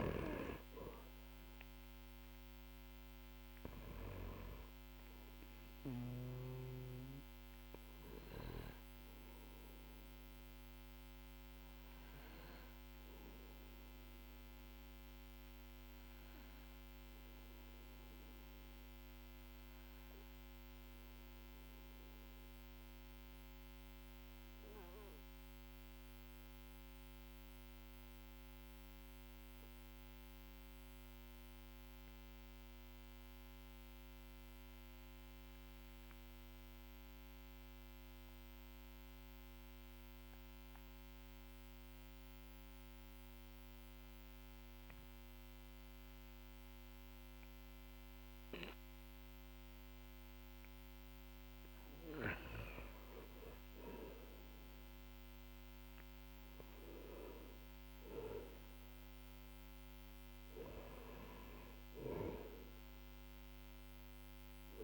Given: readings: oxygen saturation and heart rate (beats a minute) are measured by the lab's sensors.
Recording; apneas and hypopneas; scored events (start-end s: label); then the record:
breathing in sleep by a microphone on the trachea; 1
0.00-27.50 s: oxygen desaturation (device-marked, oxygen 91% lowest, heart rate 41 extreme)
7.50-50.00 s: obstructive apnea (oxygen 98% before, 91% lowest, heart rate 55 before, 41 extreme, up 9 after)
49.50-64.84 s: oxygen desaturation (device-marked, oxygen 98% before, 91% lowest, heart rate 50 before, 44 extreme)
52.50-56.00 s: arousal
From the record:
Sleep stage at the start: N2 (light sleep); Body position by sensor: on the back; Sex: male